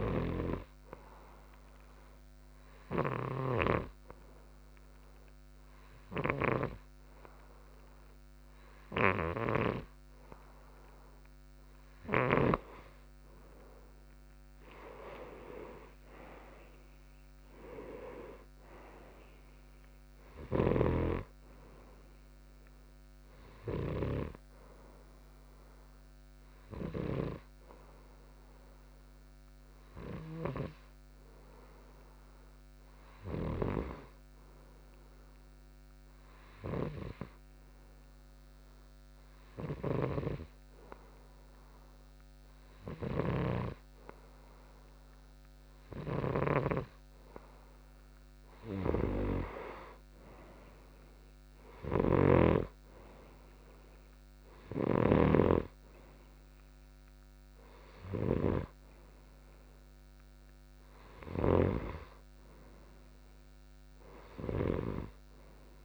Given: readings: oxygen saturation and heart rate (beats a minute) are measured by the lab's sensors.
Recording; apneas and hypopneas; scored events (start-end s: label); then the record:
breathing in sleep by a microphone on the trachea; 2
0.00-1.00 s: arousal
0.50-13.00 s: snoring (device-marked)
3.00-13.50 s: obstructive apnea (oxygen 96% before, 91% lowest, heart rate 82 before, 75 extreme, up 17 after)
15.50-19.50 s: arousal
35.00-49.00 s: hypopnea (oxygen 96% before, 90% lowest)
43.50-53.00 s: snoring (device-marked)
50.50-54.00 s: arousal
55.00-59.00 s: snoring (device-marked)
56.50-65.85 s: oxygen desaturation (device-marked, oxygen 96% before, 92% lowest, heart rate 52 before, 66 extreme)
From the record:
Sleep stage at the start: N2 (light sleep); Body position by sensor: on the right side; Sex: male